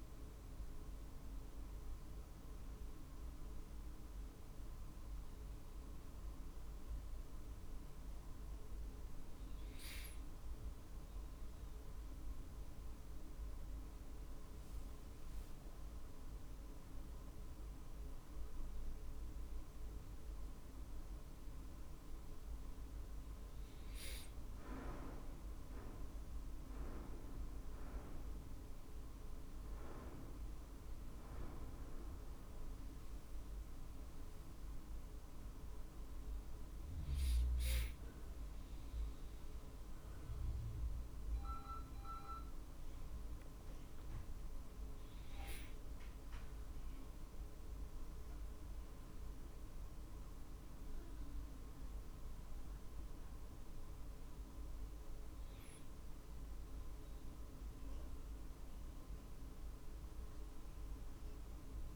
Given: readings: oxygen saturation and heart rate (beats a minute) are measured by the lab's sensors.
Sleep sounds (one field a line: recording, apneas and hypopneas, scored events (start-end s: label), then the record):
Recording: a person awake in a sleep study, hard to hear, by a room microphone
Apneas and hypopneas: none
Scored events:
none scored
From the record:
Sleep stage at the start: awake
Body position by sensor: on the right side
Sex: male